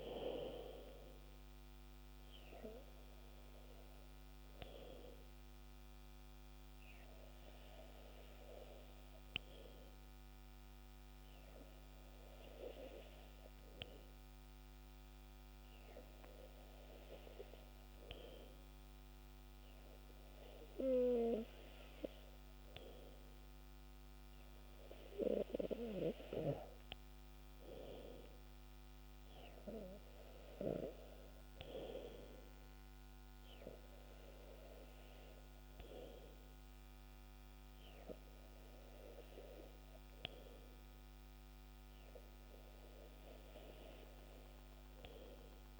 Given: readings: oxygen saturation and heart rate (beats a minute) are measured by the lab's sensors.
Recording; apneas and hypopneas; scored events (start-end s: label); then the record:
breathing in sleep by a microphone on the trachea; 1
4.50-23.50 s: hypopnea (oxygen 96% before, 95% lowest, heart rate 69 before, 61 extreme, up 2 after)
26.50-30.50 s: arousal
From the record:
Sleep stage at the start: N2 (light sleep); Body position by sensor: on the back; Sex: male